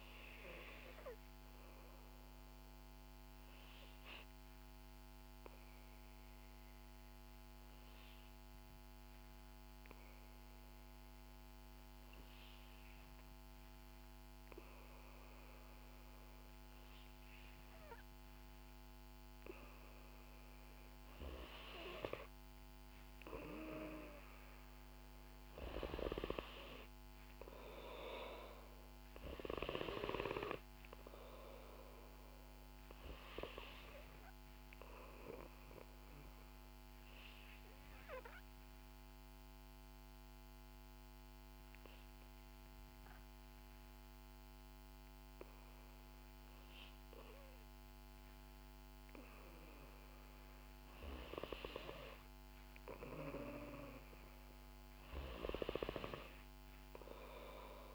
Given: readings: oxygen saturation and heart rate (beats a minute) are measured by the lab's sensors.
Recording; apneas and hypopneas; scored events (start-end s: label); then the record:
breathing in sleep by a microphone on the trachea; 2
4.50-19.50 s: obstructive apnea (oxygen 95% before, 91% lowest, heart rate 62 before, 54 extreme, up 9 after)
22.50-26.00 s: arousal
26.00-49.00 s: oxygen desaturation (device-marked, oxygen 95% before, 91% lowest, heart rate 57 before, 55 extreme)
36.00-49.50 s: obstructive apnea (oxygen 95% before, 91% lowest, heart rate 60 before, 55 extreme, up 8 after)
51.50-54.50 s: arousal
From the record:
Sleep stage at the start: N2 (light sleep); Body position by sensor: on the back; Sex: female